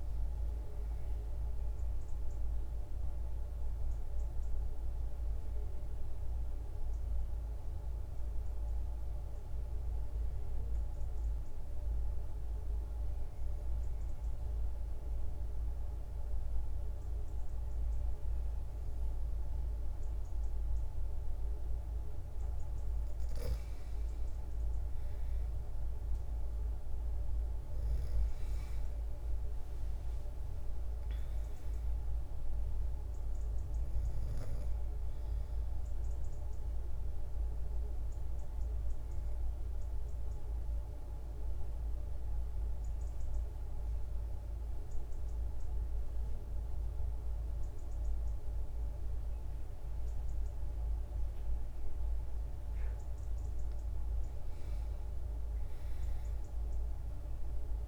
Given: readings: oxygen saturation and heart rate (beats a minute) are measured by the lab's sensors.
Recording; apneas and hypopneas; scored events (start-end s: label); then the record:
breathing in sleep, hard to hear, by a room microphone; 2
0.00-15.50 s: oxygen desaturation (device-marked, oxygen 92% lowest, heart rate 90 extreme)
6.50-21.50 s: obstructive apnea (oxygen 98% before, 92% lowest, heart rate 140 before, 90 extreme, up 44 after)
25.00-30.00 s: arousal
25.50-49.50 s: oxygen desaturation (device-marked, oxygen 98% before, 92% lowest, heart rate 153 before, 90 extreme)
35.00-51.00 s: obstructive apnea (oxygen 98% before, 92% lowest, heart rate 137 before, 58 extreme, up 8 after)
53.50-57.50 s: arousal
56.50-57.88 s: oxygen desaturation (device-marked, oxygen 97% before, 92% lowest, heart rate 181 before, 28 extreme)
From the record:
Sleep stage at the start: N2 (light sleep); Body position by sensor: on the back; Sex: female